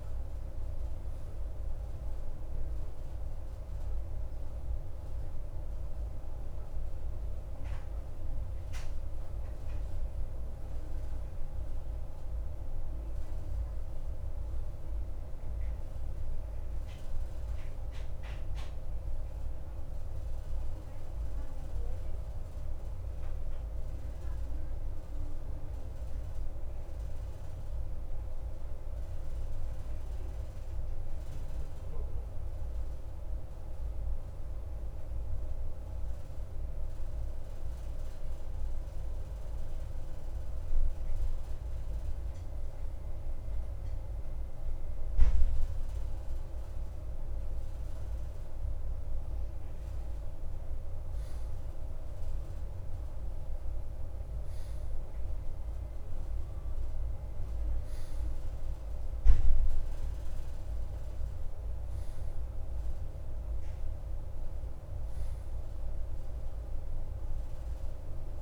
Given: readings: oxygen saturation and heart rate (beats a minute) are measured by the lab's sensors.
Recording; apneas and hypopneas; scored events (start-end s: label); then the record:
breathing in sleep, hard to hear, by a room microphone; none
none scored
From the record:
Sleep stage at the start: REM sleep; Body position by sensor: on the right side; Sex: male